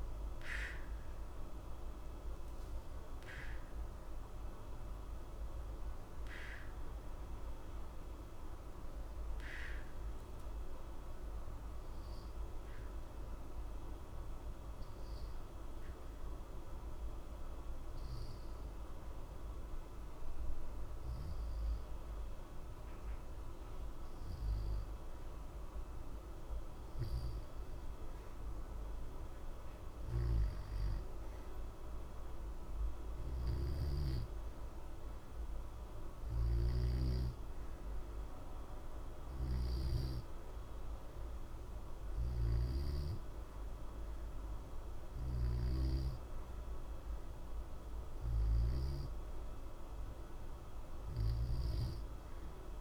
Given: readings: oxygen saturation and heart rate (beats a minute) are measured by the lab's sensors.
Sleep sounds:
breathing in sleep, hard to hear, by a room microphone; 1
5.00-20.50 s: hypopnea (oxygen 90% before, 88% lowest, heart rate 60 before, 60 extreme, up 0 after)
22.00-26.00 s: arousal
36.50-52.50 s: oxygen desaturation (device-marked, oxygen 92% before, 88% lowest, heart rate 60 before, 60 extreme)
From the record:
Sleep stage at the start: N2 (light sleep); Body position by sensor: on the back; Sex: male

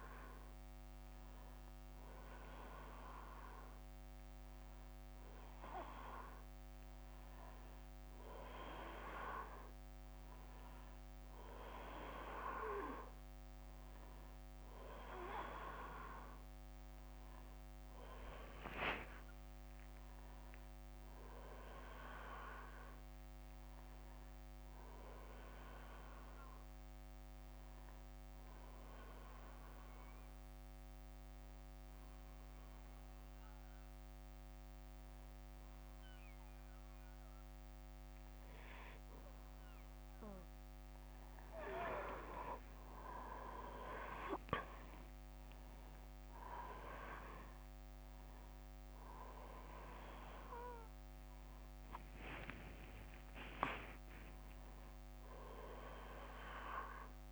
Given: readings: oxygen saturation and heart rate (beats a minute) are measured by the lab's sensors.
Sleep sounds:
breathing in sleep by a microphone on the trachea; 1
16.00-19.50 s: arousal
28.00-38.00 s: obstructive apnea (oxygen 96% before, 91% lowest, heart rate 71 before, 66 extreme, up 5 after)
41.00-44.00 s: arousal
47.50-57.32 s: oxygen desaturation (device-marked, oxygen 94% before, 91% lowest, heart rate 68 before, 65 extreme)
From the record:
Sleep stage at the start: N1 (lightest sleep); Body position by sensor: on the back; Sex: male

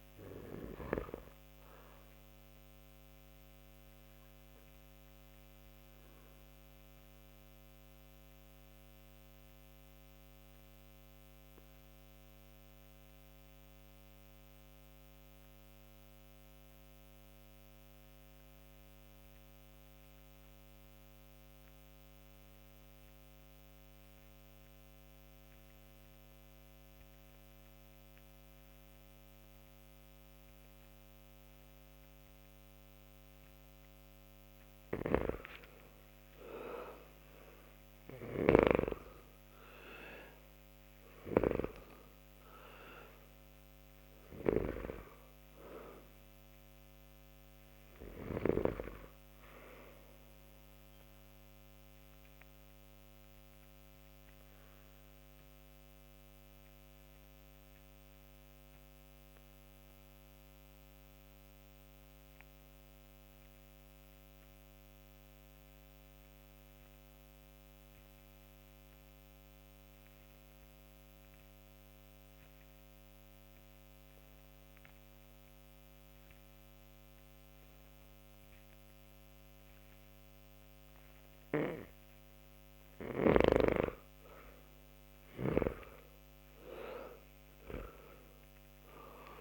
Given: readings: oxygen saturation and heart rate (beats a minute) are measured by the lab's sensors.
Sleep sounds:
breathing in sleep by a microphone on the trachea; 2
1.00-20.00 s: oxygen desaturation (device-marked, oxygen 98% before, 89% lowest)
3.00-31.50 s: obstructive apnea (oxygen 98% before, 80% lowest)
10.00-89.41 s: new sleep stage, REM sleep
31.00-65.00 s: oxygen desaturation (device-marked, oxygen 97% before, 80% lowest)
35.00-38.50 s: arousal
37.50-48.00 s: snoring (device-marked)
51.50-82.50 s: obstructive apnea (oxygen 97% before, 78% lowest)
83.00-89.41 s: oxygen desaturation (device-marked, oxygen 97% before, 78% lowest)
84.50-89.41 s: arousal
From the record:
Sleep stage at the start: N2 (light sleep); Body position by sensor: on the back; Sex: male

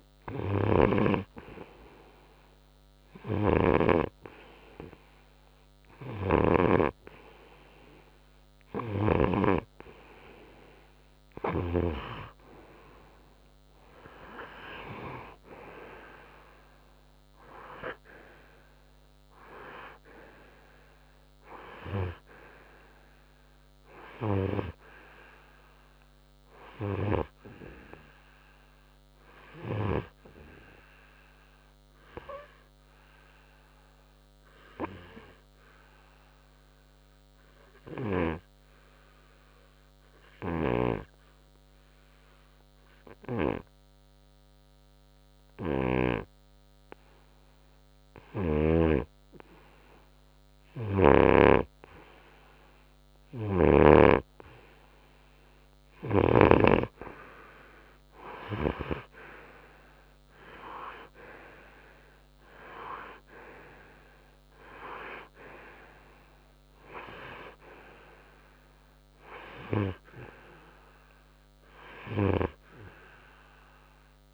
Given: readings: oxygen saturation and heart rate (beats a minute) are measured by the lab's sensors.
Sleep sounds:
breathing in sleep by a microphone on the trachea; 1
0.00-7.00 s: snoring (device-marked)
13.50-17.00 s: arousal
17.50-74.34 s: new sleep stage, N2 (light sleep)
18.50-28.50 s: oxygen desaturation (device-marked, oxygen 94% before, 91% lowest, heart rate 66 before, 56 extreme)
30.00-49.00 s: obstructive apnea (oxygen 94% before, 93% lowest, heart rate 66 before, 59 extreme, up 5 after)
50.50-54.00 s: arousal
53.50-57.00 s: snoring (device-marked)
From the record:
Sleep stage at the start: N3 (deep sleep); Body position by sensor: on the right side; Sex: male

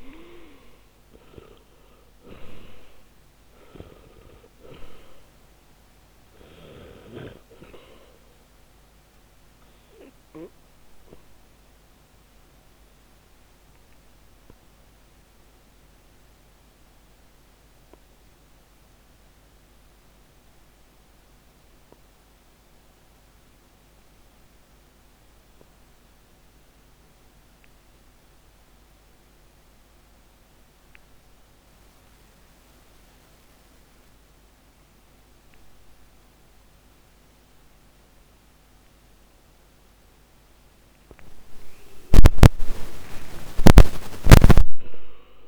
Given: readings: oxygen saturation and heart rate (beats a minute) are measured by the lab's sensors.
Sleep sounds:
breathing in sleep by a microphone on the trachea; 1
0.00-45.48 s: oxygen desaturation (device-marked, oxygen 79% lowest, heart rate 43 extreme)
10.00-41.00 s: obstructive apnea (oxygen 100% before, 79% lowest, heart rate 60 before, 43 extreme, up 21 after)
42.00-45.48 s: arousal
From the record:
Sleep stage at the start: N2 (light sleep); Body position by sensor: on the back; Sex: male

